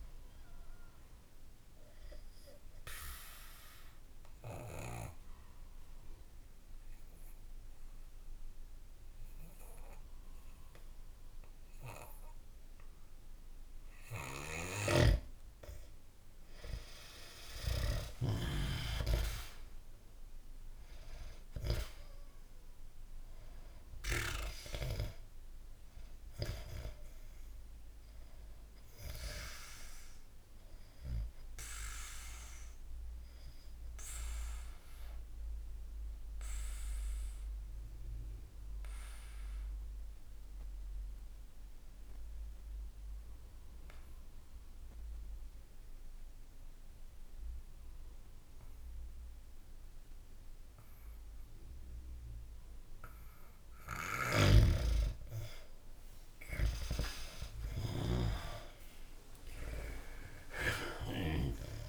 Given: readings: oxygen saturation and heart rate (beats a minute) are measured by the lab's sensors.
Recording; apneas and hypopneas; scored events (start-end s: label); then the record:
breathing in sleep by a room microphone; 2
1.00-15.00 s: obstructive apnea (oxygen 97% before, 91% lowest, heart rate 66 before, 63 extreme, up 1 after)
17.00-21.00 s: arousal
22.00-38.00 s: oxygen desaturation (device-marked, oxygen 95% before, 91% lowest, heart rate 64 before, 62 extreme)
31.50-54.50 s: obstructive apnea (oxygen 96% before, 90% lowest, heart rate 64 before, 62 extreme, up 29 after)
56.00-61.00 s: arousal
From the record:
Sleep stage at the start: N2 (light sleep); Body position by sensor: on the back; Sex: male